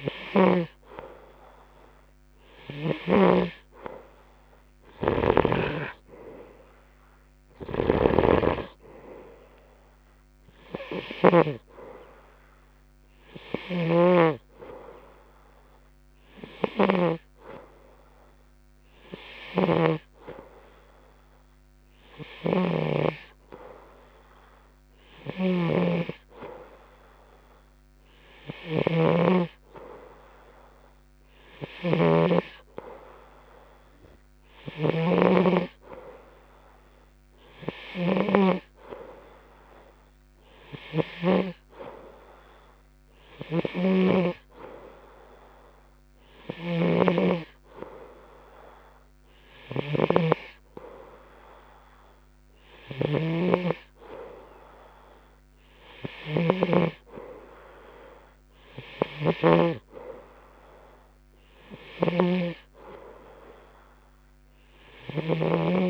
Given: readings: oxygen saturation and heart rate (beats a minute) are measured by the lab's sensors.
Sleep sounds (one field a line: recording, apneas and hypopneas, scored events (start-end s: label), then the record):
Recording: breathing in sleep by a microphone on the trachea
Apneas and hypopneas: none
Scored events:
0.00-1.00 s: snoring (device-marked)
7.50-22.50 s: oxygen desaturation (device-marked, oxygen 93% before, 90% lowest)
8.00-12.00 s: snoring (device-marked)
14.00-23.50 s: snoring (device-marked)
25.50-35.50 s: snoring (device-marked)
44.00-65.90 s: snoring (device-marked)
From the record:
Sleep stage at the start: N2 (light sleep)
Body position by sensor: on the right side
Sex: male